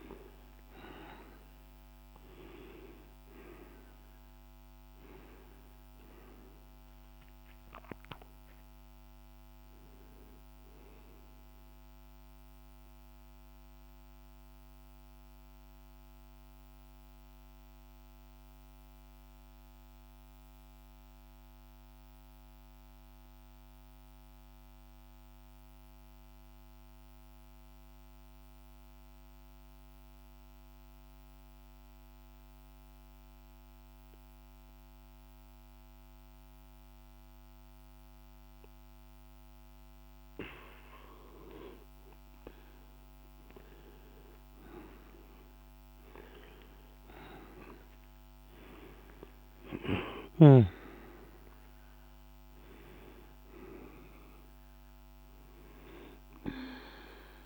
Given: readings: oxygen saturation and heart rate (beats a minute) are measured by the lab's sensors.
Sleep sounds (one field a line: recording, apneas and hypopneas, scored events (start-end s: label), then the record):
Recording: breathing in sleep by a microphone on the trachea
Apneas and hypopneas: 1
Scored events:
0.00-24.50 s: oxygen desaturation (device-marked, oxygen 90% lowest, heart rate 47 extreme)
11.00-40.00 s: mixed apnea (oxygen 98% before, 89% lowest, heart rate 53 before, 48 extreme, up 6 after)
35.50-57.45 s: oxygen desaturation (device-marked, oxygen 100% before, 89% lowest, heart rate 49 before, 47 extreme)
42.50-47.00 s: arousal
From the record:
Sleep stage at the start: N2 (light sleep)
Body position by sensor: on the back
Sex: male